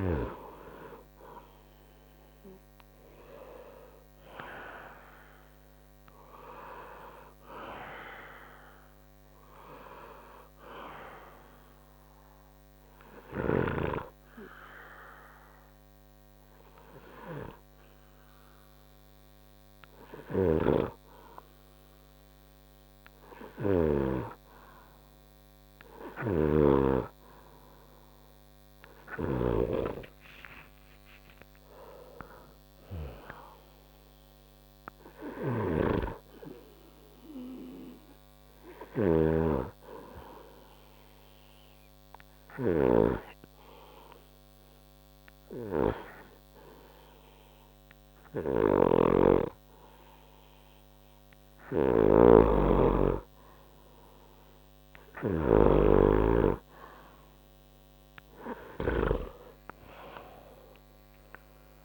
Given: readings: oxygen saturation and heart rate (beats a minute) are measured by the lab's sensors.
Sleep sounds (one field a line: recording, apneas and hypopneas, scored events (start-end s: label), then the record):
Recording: breathing in sleep by a microphone on the trachea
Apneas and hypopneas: 2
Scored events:
12.50-25.50 s: hypopnea (oxygen 97% before, 90% lowest, heart rate 67 before, 59 extreme, up 40 after)
12.50-25.50 s: oxygen desaturation (device-marked, oxygen 97% before, 92% lowest, heart rate 67 before, 59 extreme)
20.50-24.00 s: snoring (device-marked)
26.00-29.50 s: snoring (device-marked)
29.50-33.00 s: arousal
35.50-55.50 s: snoring (device-marked)
42.50-52.50 s: hypopnea (oxygen 96% before, 90% lowest, heart rate 74 before, 60 extreme, up 4 after)
60.50-61.84 s: arousal
From the record:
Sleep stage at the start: N2 (light sleep)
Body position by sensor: on the right side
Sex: male